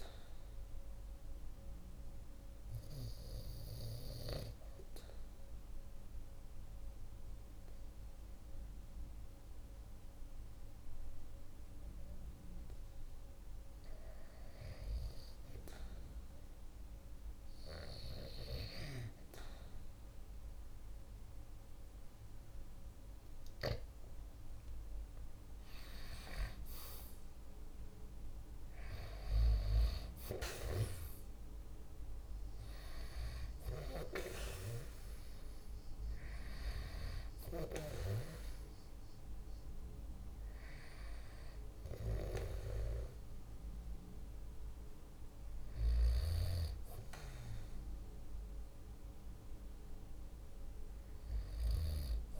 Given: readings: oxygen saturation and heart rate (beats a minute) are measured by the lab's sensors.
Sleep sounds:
breathing in sleep by a room microphone; 1
1.00-14.00 s: obstructive apnea (oxygen 97% before, 94% lowest, heart rate 49 before, 46 extreme, up 3 after)
24.50-29.50 s: arousal
From the record:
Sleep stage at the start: N2 (light sleep); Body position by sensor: on the right side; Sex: male

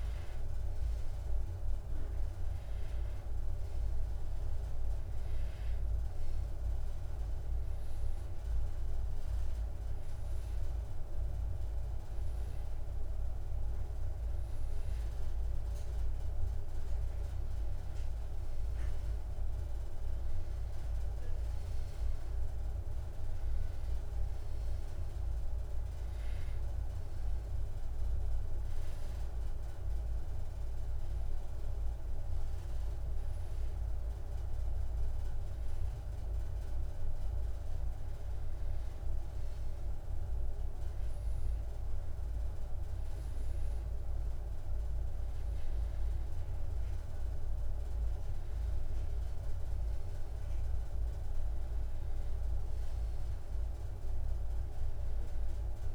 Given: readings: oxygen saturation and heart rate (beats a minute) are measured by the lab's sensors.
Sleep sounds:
breathing in sleep, hard to hear, by a room microphone; 2
0.00-5.50 s: oxygen desaturation (device-marked, oxygen 91% lowest, heart rate 85 extreme)
6.00-17.00 s: obstructive apnea (oxygen 96% before, 91% lowest, heart rate 85 before, 83 extreme, up 1 after)
18.50-22.00 s: arousal
27.00-38.50 s: obstructive apnea (oxygen 94% before, 90% lowest, heart rate 86 before, 83 extreme, up 1 after)
41.50-45.50 s: arousal
46.50-55.95 s: oxygen desaturation (device-marked, oxygen 96% before, 92% lowest, heart rate 85 before, 85 extreme)
From the record:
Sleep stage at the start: N2 (light sleep); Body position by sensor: on the back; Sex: male

